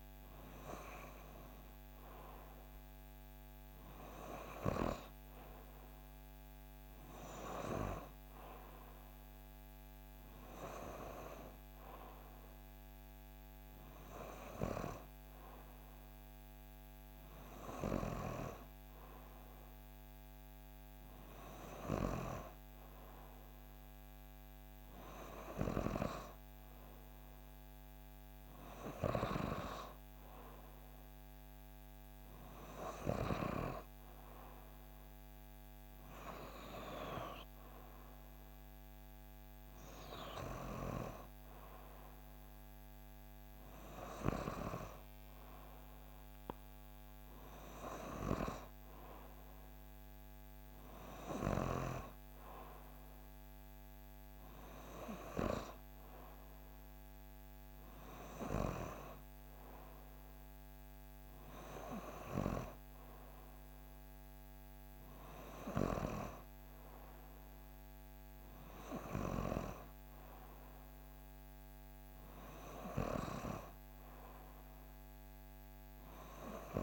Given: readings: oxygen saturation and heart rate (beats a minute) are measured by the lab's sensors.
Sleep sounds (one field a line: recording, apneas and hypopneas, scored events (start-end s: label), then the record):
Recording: breathing in sleep by a microphone on the trachea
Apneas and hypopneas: none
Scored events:
none scored
From the record:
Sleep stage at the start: N2 (light sleep)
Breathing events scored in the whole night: 374 in 7.0 hours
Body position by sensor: on the back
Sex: female